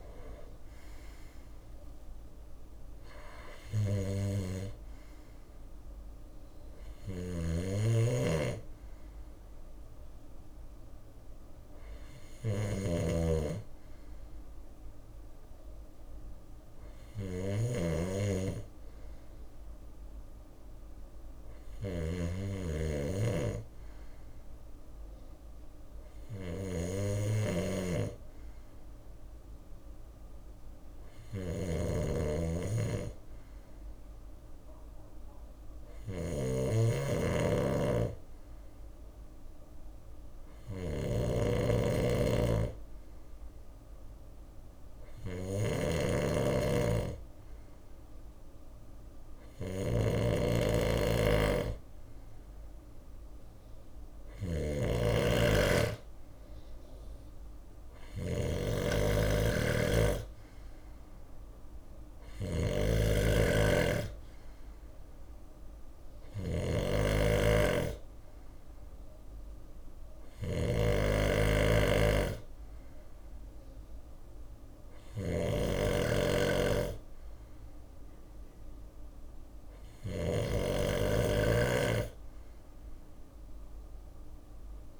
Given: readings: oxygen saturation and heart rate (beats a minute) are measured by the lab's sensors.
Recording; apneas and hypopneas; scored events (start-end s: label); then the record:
breathing in sleep by a room microphone; none
0.00-6.50 s: drop in pulse transit time (device-marked, heart rate 59 extreme)
2.50-53.50 s: bradycardia (device-marked, heart rate 63 before, 56 extreme)
5.50-85.00 s: snoring (device-marked)
56.50-64.50 s: bradycardia (device-marked, heart rate 62 before, 58 extreme)
68.50-84.50 s: bradycardia (device-marked, heart rate 62 before, 56 extreme)
From the record:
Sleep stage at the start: N2 (light sleep); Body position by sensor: on the left side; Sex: male